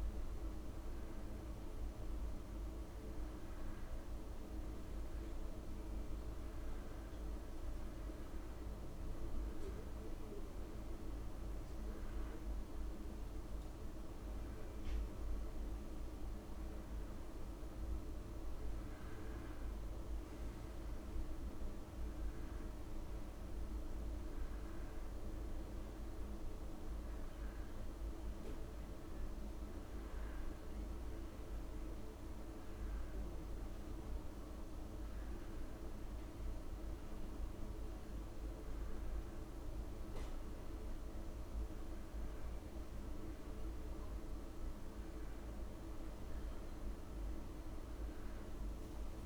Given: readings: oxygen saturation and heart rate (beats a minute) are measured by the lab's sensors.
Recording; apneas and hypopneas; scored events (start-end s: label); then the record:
breathing in sleep, hard to hear, by a room microphone; none
none scored
From the record:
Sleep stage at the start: N2 (light sleep); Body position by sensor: on the back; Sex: male